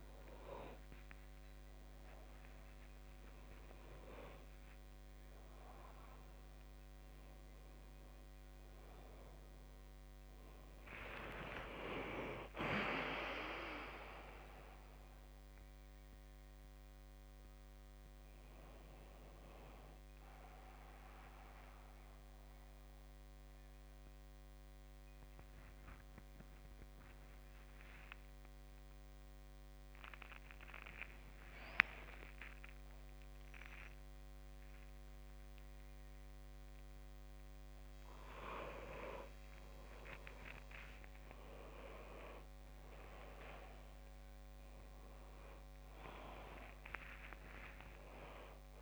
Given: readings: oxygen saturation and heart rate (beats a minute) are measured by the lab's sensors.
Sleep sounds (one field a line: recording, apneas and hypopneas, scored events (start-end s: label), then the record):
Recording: a person awake in a sleep study, by a microphone on the trachea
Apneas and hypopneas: none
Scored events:
4.00-6.00 s: long interval between heartbeats (device-marked, heart rate 66 before, 75 extreme)
31.50-33.50 s: long interval between heartbeats (device-marked, heart rate 66 before, 76 extreme)
From the record:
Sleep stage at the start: awake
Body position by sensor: on the back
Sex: male